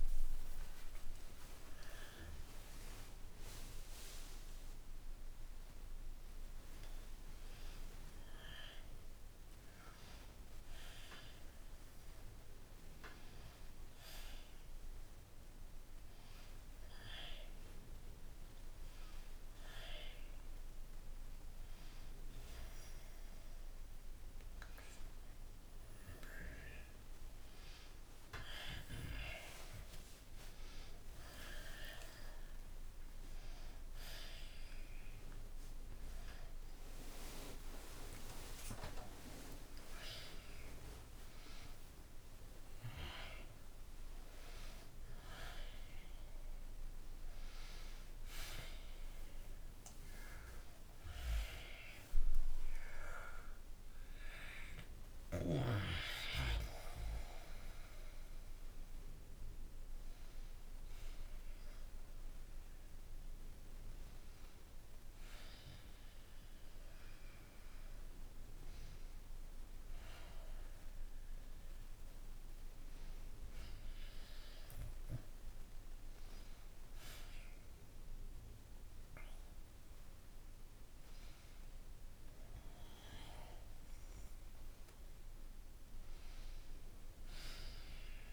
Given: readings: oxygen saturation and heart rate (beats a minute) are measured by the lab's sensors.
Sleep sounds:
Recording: a person awake in a sleep study, by a room microphone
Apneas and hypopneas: none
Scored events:
none scored
From the record:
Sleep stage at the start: awake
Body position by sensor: on the back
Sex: male

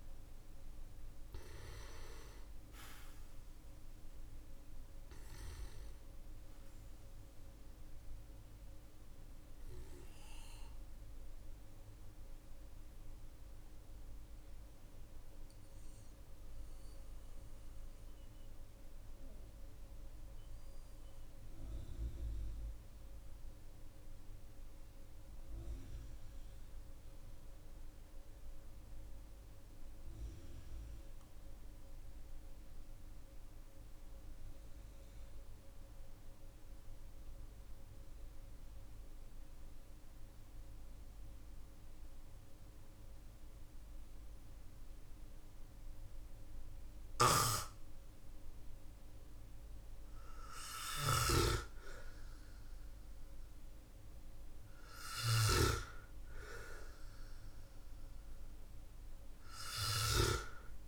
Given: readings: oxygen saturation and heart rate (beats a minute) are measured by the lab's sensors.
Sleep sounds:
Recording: breathing in sleep by a room microphone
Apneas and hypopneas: 1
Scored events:
0.00-26.50 s: oxygen desaturation (device-marked, oxygen 91% lowest, heart rate 42 extreme)
8.00-50.00 s: obstructive apnea (oxygen 96% before, 91% lowest, heart rate 48 before, 46 extreme, up 3 after)
50.00-60.88 s: snoring (device-marked)
51.50-55.50 s: arousal
From the record:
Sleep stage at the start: N2 (light sleep)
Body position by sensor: on the back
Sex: male

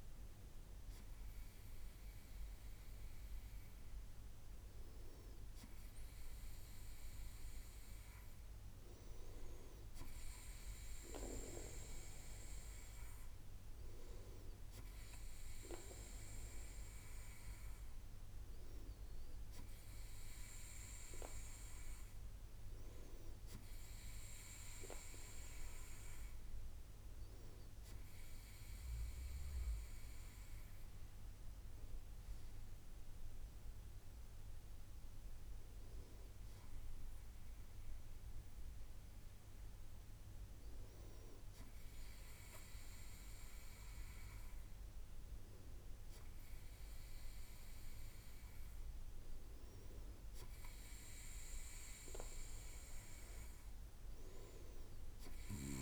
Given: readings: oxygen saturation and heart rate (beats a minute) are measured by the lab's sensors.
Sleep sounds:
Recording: breathing in sleep by a room microphone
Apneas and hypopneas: none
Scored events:
none scored
From the record:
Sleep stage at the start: N2 (light sleep)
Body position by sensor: on the right side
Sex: male

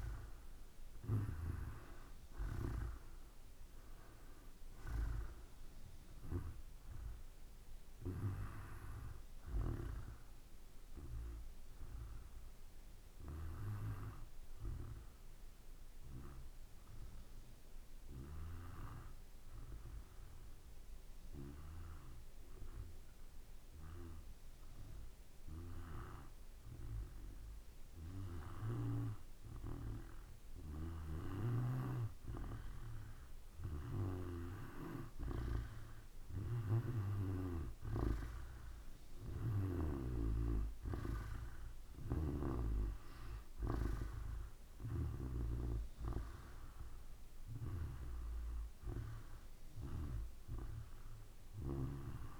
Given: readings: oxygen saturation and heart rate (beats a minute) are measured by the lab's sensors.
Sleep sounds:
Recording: breathing in sleep by a room microphone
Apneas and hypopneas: 1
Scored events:
0.00-9.50 s: oxygen desaturation (device-marked, oxygen 88% lowest, heart rate 53 extreme)
14.00-30.00 s: hypopnea (oxygen 95% before, 90% lowest, heart rate 57 before, 53 extreme, up 4 after)
31.50-47.50 s: drop in pulse transit time (device-marked, heart rate 54 before, 56 extreme)
32.00-36.00 s: arousal
32.50-52.40 s: oxygen desaturation (device-marked, oxygen 96% before, 90% lowest, heart rate 54 before, 55 extreme)
42.00-45.50 s: snoring (device-marked)
From the record:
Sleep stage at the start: N2 (light sleep)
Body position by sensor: on the back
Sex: male

